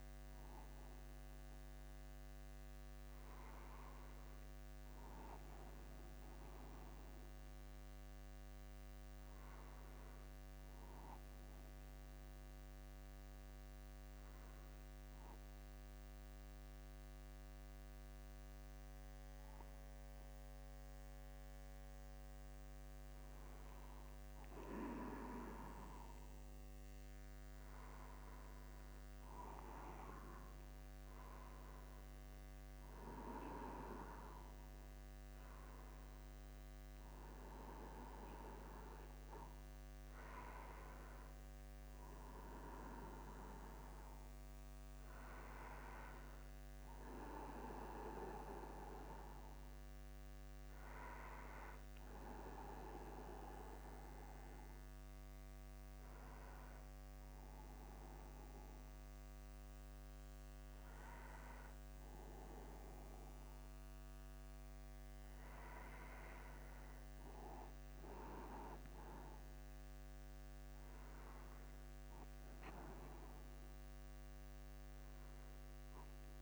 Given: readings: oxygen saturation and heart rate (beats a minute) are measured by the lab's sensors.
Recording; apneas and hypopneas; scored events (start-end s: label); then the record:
breathing in sleep by a microphone on the trachea; none
47.00-52.00 s: arousal
75.50-76.42 s: new sleep stage, N2 (light sleep)
From the record:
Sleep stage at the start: N1 (lightest sleep); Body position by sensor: upright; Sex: male